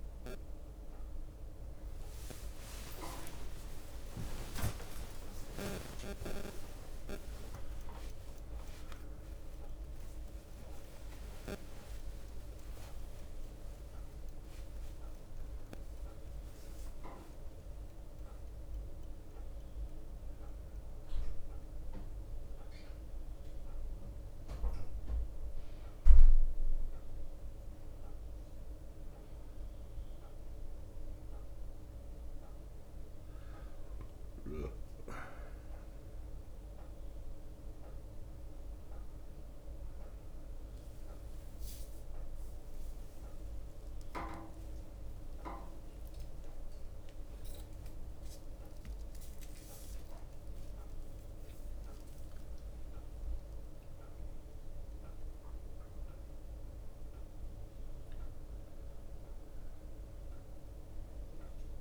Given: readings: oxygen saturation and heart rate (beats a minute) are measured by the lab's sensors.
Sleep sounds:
a person awake in a sleep study, by a room microphone; none
1.50-8.50 s: tachycardia (device-marked)
3.00-5.00 s: long interval between heartbeats (device-marked)
3.50-13.50 s: drop in pulse transit time (device-marked)
5.00-7.00 s: long interval between heartbeats (device-marked)
8.50-10.50 s: long interval between heartbeats (device-marked, heart rate 47 before, 135 extreme)
8.50-61.81 s: new sleep stage, awake
15.00-17.00 s: long interval between heartbeats (device-marked, heart rate 79 before, 64 extreme)
17.00-19.00 s: long interval between heartbeats (device-marked, heart rate 86 before, 70 extreme)
19.50-21.50 s: long interval between heartbeats (device-marked, heart rate 97 before, 75 extreme)
20.50-24.50 s: bradycardia (device-marked)
32.50-39.50 s: bradycardia (device-marked)
33.50-35.50 s: long interval between heartbeats (device-marked, heart rate 66 before, 62 extreme)
42.50-51.50 s: tachycardia (device-marked)
44.50-46.50 s: long interval between heartbeats (device-marked, heart rate 59 before, 82 extreme)
46.50-48.50 s: long interval between heartbeats (device-marked, heart rate 62 before, 118 extreme)
49.00-51.00 s: long interval between heartbeats (device-marked, heart rate 69 before, 153 extreme)
51.00-53.00 s: long interval between heartbeats (device-marked, heart rate 78 before, 140 extreme)
53.50-55.50 s: long interval between heartbeats (device-marked, heart rate 90 before, 96 extreme)
From the record:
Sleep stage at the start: N1 (lightest sleep); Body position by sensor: on the right side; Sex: male

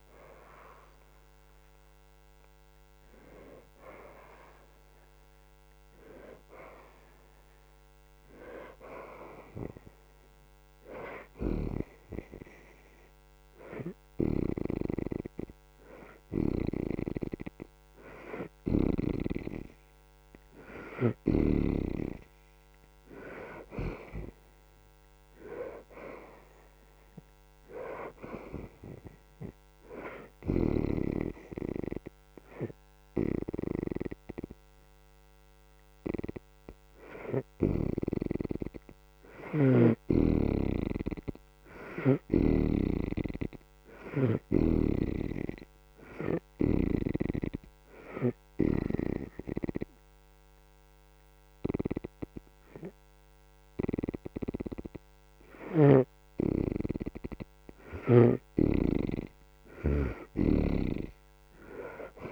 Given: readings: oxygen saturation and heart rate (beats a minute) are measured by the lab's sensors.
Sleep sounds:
breathing in sleep by a microphone on the trachea; 1
0.00-19.50 s: oxygen desaturation (device-marked, oxygen 50% lowest, heart rate 76 extreme)
36.50-47.50 s: oxygen desaturation (device-marked, oxygen 77% before, 61% lowest, heart rate 83 before, 76 extreme)
46.50-57.00 s: obstructive apnea (oxygen 77% before, 58% lowest, heart rate 81 before, 80 extreme, up 11 after)
55.50-60.50 s: snoring (device-marked)
55.50-62.31 s: oxygen desaturation (device-marked, oxygen 73% before, 58% lowest, heart rate 81 before, 81 extreme)
From the record:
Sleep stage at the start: N2 (light sleep); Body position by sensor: on the back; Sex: female

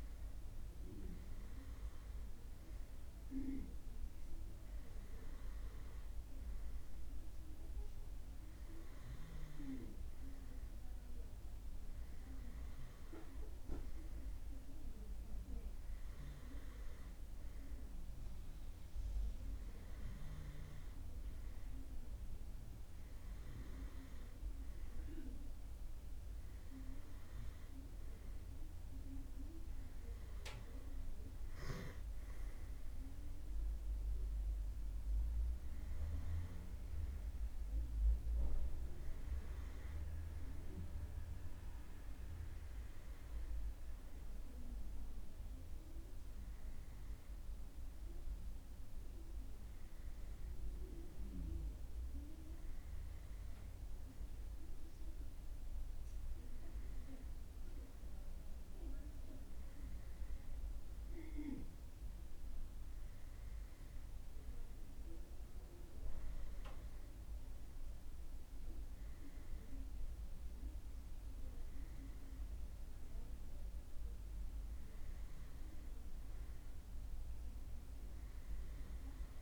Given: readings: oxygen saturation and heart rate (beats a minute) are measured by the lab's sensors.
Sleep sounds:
breathing in sleep by a room microphone; none
none scored
From the record:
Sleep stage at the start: N2 (light sleep); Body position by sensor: on the right side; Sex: male

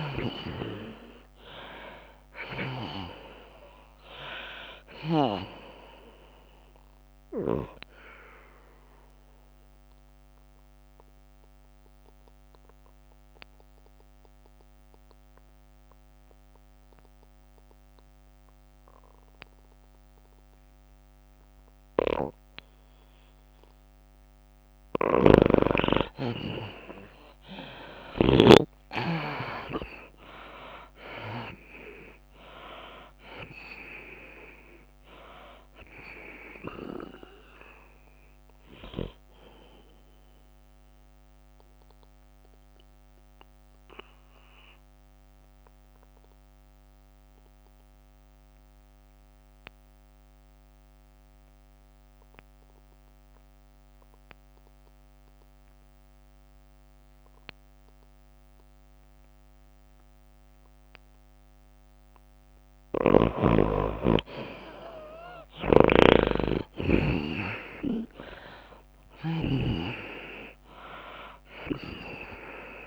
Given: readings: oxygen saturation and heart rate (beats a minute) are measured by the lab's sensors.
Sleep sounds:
breathing in sleep by a microphone on the trachea; 2
0.00-14.50 s: drop in pulse transit time (device-marked, heart rate 89 extreme)
0.00-20.50 s: oxygen desaturation (device-marked, oxygen 82% lowest, heart rate 91 extreme)
9.50-25.00 s: obstructive apnea (oxygen 97% before, 79% lowest, heart rate 93 before, 91 extreme, up 26 after)
26.00-29.50 s: snoring (device-marked)
26.50-38.50 s: tachycardia (device-marked, heart rate 98 before, 119 extreme)
27.50-56.50 s: oxygen desaturation (device-marked, oxygen 96% before, 82% lowest, heart rate 94 before, 89 extreme)
29.50-31.50 s: long interval between heartbeats (device-marked, heart rate 94 before, 102 extreme)
30.50-34.50 s: arousal
31.50-46.50 s: drop in pulse transit time (device-marked, heart rate 94 before, 98 extreme)
41.00-64.50 s: mixed apnea (oxygen 96% before, 77% lowest, heart rate 102 before, 89 extreme, up 20 after)
64.50-72.87 s: oxygen desaturation (device-marked, oxygen 98% before, 79% lowest, heart rate 93 before, 90 extreme)
64.50-72.87 s: tachycardia (device-marked, heart rate 98 before, 109 extreme)
66.50-67.50 s: drop in pulse transit time (device-marked, heart rate 93 before, 94 extreme)
66.50-70.50 s: snoring (device-marked)
67.50-69.50 s: long interval between heartbeats (device-marked, heart rate 92 before, 101 extreme)
69.00-72.87 s: arousal
70.50-72.87 s: drop in pulse transit time (device-marked, heart rate 93 before, 99 extreme)
From the record:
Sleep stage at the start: N2 (light sleep); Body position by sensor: on the back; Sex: female

